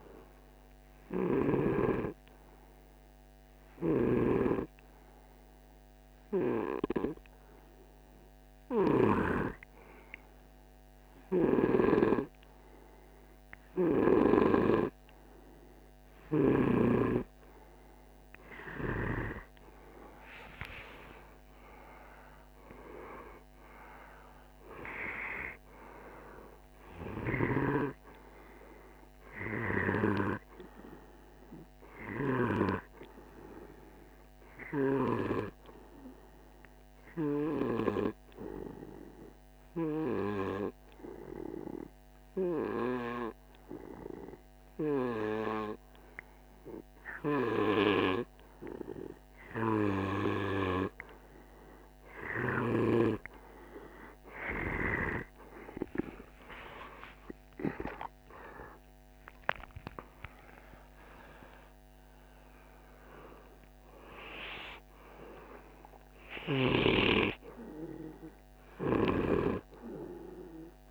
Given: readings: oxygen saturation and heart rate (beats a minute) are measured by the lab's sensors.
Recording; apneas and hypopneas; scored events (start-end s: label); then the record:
breathing in sleep by a microphone on the trachea; 2
3.00-8.50 s: snoring (device-marked)
3.00-15.00 s: hypopnea (oxygen 98% before, 92% lowest, heart rate 61 before, 50 extreme, up 1 after)
17.50-22.50 s: arousal
26.50-32.00 s: snoring (device-marked)
38.00-49.50 s: hypopnea (oxygen 98% before, 92% lowest, heart rate 52 before, 50 extreme, up 2 after)
52.50-58.50 s: arousal
63.00-68.00 s: oxygen desaturation (device-marked, oxygen 97% before, 92% lowest, heart rate 51 before, 49 extreme)
From the record:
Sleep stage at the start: N2 (light sleep); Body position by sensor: on the right side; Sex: male